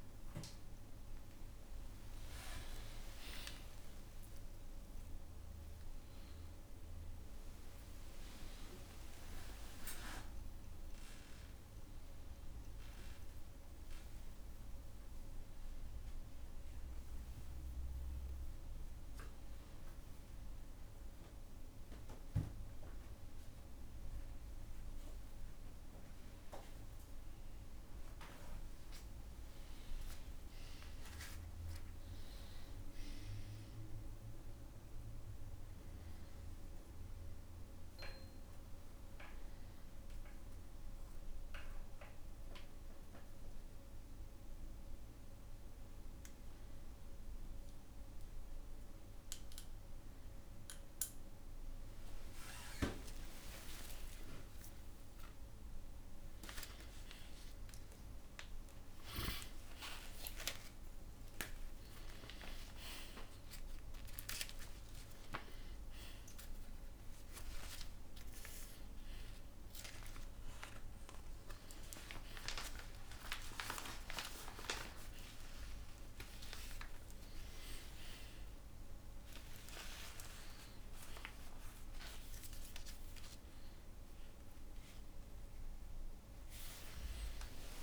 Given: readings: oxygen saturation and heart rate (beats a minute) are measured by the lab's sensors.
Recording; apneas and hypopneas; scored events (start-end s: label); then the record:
a person awake in a sleep study, by a room microphone; none
0.50-20.50 s: tachycardia (device-marked, heart rate 63 before, 191 extreme)
6.00-8.00 s: long interval between heartbeats (device-marked, heart rate 93 before, 150 extreme)
8.50-10.50 s: long interval between heartbeats (device-marked, heart rate 107 before, 156 extreme)
11.50-13.50 s: long interval between heartbeats (device-marked, heart rate 120 before, 151 extreme)
15.00-17.00 s: long interval between heartbeats (device-marked, heart rate 129 before, 137 extreme)
17.00-19.00 s: long interval between heartbeats (device-marked, heart rate 131 before, 122 extreme)
19.00-21.00 s: long interval between heartbeats (device-marked, heart rate 134 before, 105 extreme)
21.00-23.00 s: long interval between heartbeats (device-marked, heart rate 136 before, 109 extreme)
30.50-32.50 s: long interval between heartbeats (device-marked, heart rate 113 before, 83 extreme)
35.50-37.50 s: long interval between heartbeats (device-marked, heart rate 96 before, 78 extreme)
42.00-44.00 s: long interval between heartbeats (device-marked, heart rate 83 before, 76 extreme)
51.50-63.50 s: tachycardia (device-marked, heart rate 68 before, 179 extreme)
52.50-54.50 s: long interval between heartbeats (device-marked, heart rate 76 before, 76 extreme)
54.50-56.50 s: long interval between heartbeats (device-marked, heart rate 76 before, 118 extreme)
64.50-66.50 s: long interval between heartbeats (device-marked, heart rate 113 before, 103 extreme)
77.00-79.00 s: long interval between heartbeats (device-marked, heart rate 109 before, 77 extreme)
79.50-81.50 s: long interval between heartbeats (device-marked, heart rate 96 before, 88 extreme)
80.50-84.50 s: tachycardia (device-marked, heart rate 70 before, 104 extreme)
81.50-83.50 s: long interval between heartbeats (device-marked, heart rate 88 before, 85 extreme)
84.50-86.50 s: long interval between heartbeats (device-marked, heart rate 81 before, 104 extreme)
86.50-87.83 s: long interval between heartbeats (device-marked, heart rate 81 before, 98 extreme)
From the record:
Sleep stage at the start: awake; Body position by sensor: on the right side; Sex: male